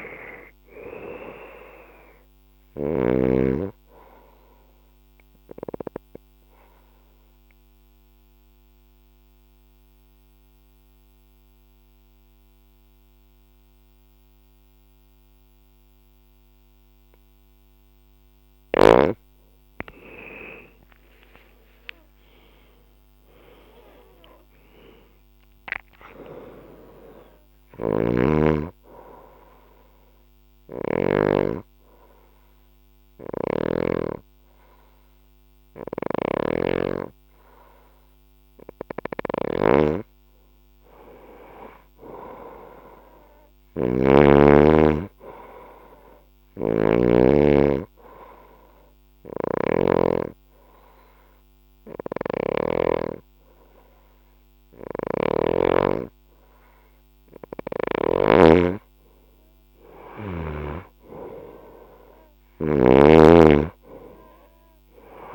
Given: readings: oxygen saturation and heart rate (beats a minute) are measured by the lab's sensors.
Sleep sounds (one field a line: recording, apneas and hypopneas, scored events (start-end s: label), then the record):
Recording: breathing in sleep by a microphone on the trachea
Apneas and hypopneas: 3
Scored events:
0.00-11.50 s: oxygen desaturation (device-marked, oxygen 91% lowest, heart rate 57 extreme)
4.00-16.50 s: obstructive apnea (oxygen 97% before, 90% lowest, heart rate 68 before, 56 extreme, up 11 after)
20.00-25.00 s: arousal
25.50-37.50 s: oxygen desaturation (device-marked, oxygen 97% before, 90% lowest, heart rate 66 before, 56 extreme)
27.50-31.00 s: snoring (device-marked)
28.50-38.50 s: obstructive apnea (oxygen 97% before, 90% lowest, heart rate 67 before, 56 extreme, up 10 after)
30.50-37.50 s: bradycardia (device-marked, heart rate 83 before, 56 extreme)
35.50-49.50 s: snoring (device-marked)
40.50-44.00 s: arousal
47.00-58.00 s: obstructive apnea (oxygen 97% before, 90% lowest, heart rate 65 before, 62 extreme, up 7 after)
49.50-55.50 s: oxygen desaturation (device-marked, oxygen 97% before, 93% lowest, heart rate 63 before, 63 extreme)
51.50-55.00 s: snoring (device-marked)
59.50-64.50 s: arousal
62.00-65.35 s: snoring (device-marked)
From the record:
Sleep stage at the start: N2 (light sleep)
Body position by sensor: on the left side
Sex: female